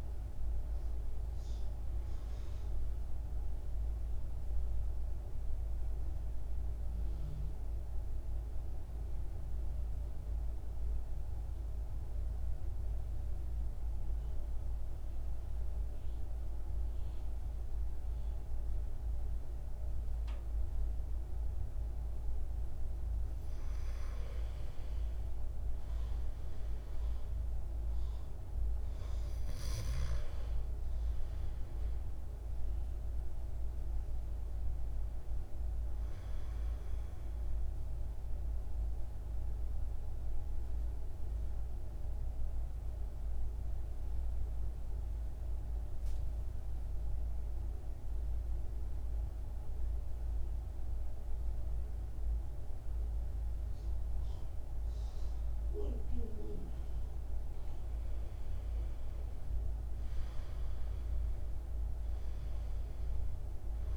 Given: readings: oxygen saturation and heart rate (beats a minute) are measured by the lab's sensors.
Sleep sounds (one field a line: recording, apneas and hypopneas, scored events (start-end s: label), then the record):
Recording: breathing in sleep, hard to hear, by a room microphone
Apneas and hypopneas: 2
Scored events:
0.00-9.00 s: oxygen desaturation (device-marked, oxygen 87% lowest, heart rate 55 extreme)
2.00-24.50 s: central apnea (oxygen 97% before, 87% lowest, heart rate 63 before, 54 extreme, up 3 after)
23.00-46.00 s: oxygen desaturation (device-marked, oxygen 99% before, 87% lowest, heart rate 58 before, 54 extreme)
27.00-31.00 s: arousal
37.50-56.00 s: mixed apnea (oxygen 99% before, 87% lowest, heart rate 59 before, 52 extreme, up 5 after)
57.00-63.97 s: oxygen desaturation (device-marked, oxygen 98% before, 88% lowest, heart rate 57 before, 52 extreme)
58.50-62.50 s: arousal
From the record:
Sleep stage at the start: N2 (light sleep)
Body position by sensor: on the back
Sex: male